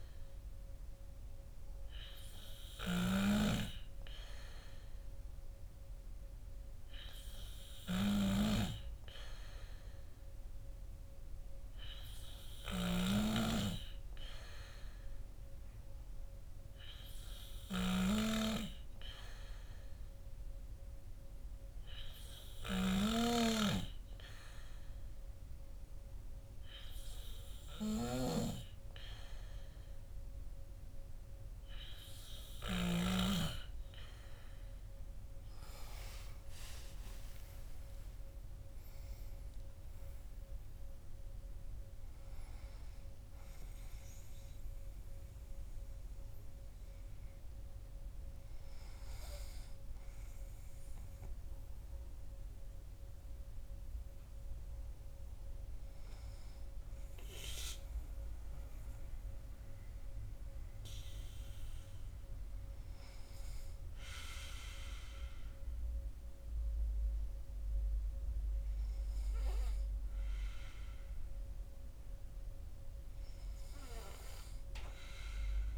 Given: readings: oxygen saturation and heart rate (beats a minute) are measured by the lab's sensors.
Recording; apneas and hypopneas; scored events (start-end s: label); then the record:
breathing in sleep by a room microphone; none
35.50-39.50 s: arousal
From the record:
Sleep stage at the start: N2 (light sleep); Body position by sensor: on the back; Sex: male